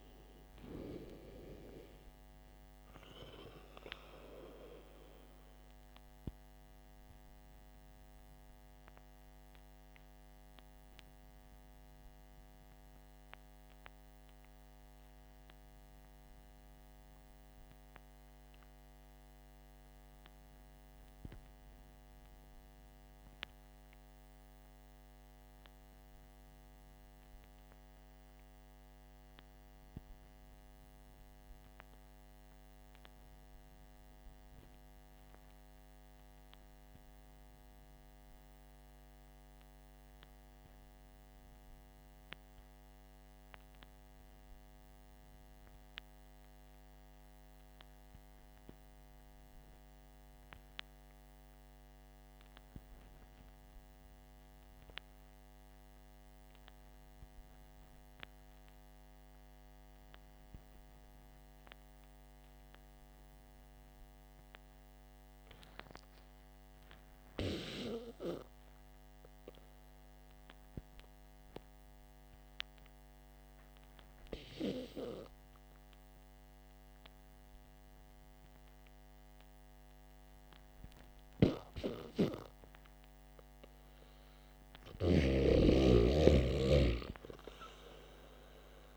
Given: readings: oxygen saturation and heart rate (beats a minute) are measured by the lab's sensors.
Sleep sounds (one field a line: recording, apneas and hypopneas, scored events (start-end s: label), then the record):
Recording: breathing in sleep by a microphone on the trachea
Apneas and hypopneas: 1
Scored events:
0.00-1.50 s: arousal
8.00-83.00 s: obstructive apnea (oxygen 98% before, 74% lowest, heart rate 58 before, 46 extreme, up 8 after)
38.50-88.97 s: oxygen desaturation (device-marked, oxygen 96% before, 74% lowest, heart rate 52 before, 49 extreme)
From the record:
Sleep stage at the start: REM sleep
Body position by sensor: on the back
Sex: male